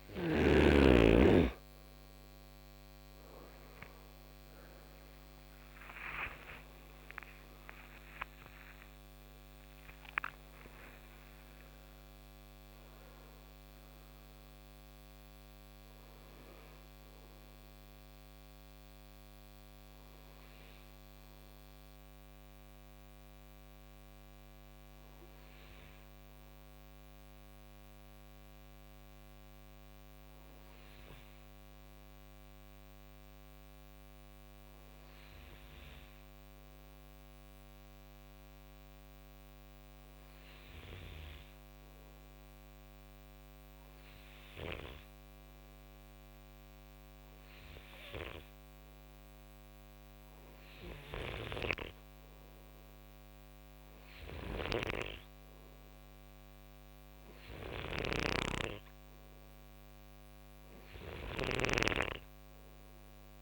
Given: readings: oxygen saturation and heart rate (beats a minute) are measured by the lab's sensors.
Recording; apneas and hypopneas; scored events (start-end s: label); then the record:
breathing in sleep by a microphone on the trachea; 1
4.50-10.00 s: arousal
5.00-20.00 s: oxygen desaturation (device-marked, oxygen 96% before, 92% lowest, heart rate 60 before, 52 extreme)
22.00-38.00 s: hypopnea (oxygen 97% before, 93% lowest, heart rate 72 before, 52 extreme)
43.00-47.50 s: arousal
50.50-63.42 s: snoring (device-marked)
From the record:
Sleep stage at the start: N2 (light sleep); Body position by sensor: on the right side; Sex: male